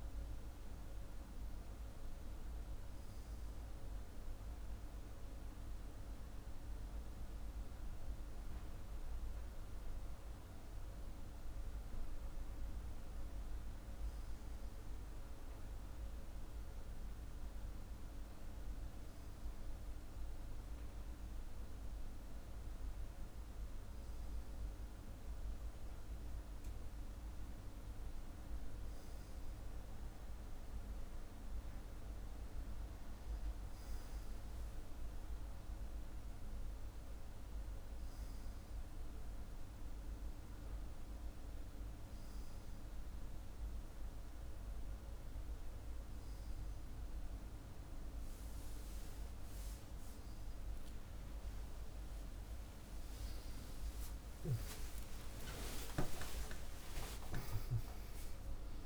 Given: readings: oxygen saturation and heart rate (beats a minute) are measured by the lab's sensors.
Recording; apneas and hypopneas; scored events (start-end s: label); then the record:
a person partly awake in a sleep study, hard to hear, by a room microphone; none
33.00-58.86 s: new sleep stage, awake
From the record:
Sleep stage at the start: N2 (light sleep); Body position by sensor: on the left side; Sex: male